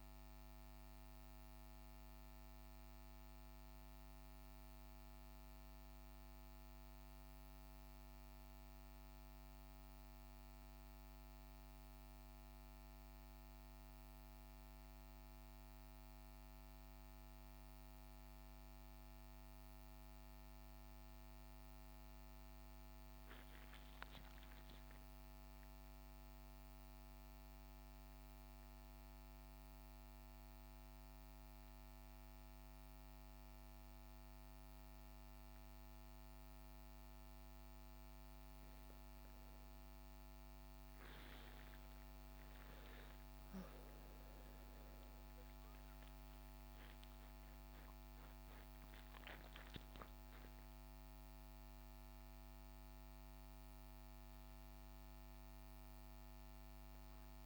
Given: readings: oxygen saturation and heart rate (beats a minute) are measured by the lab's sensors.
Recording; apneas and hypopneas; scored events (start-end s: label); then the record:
a person partly awake in a sleep study, hard to hear, by a microphone on the trachea; none
42.50-57.46 s: new sleep stage, awake
From the record:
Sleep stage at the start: N1 (lightest sleep); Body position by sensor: on the back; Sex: male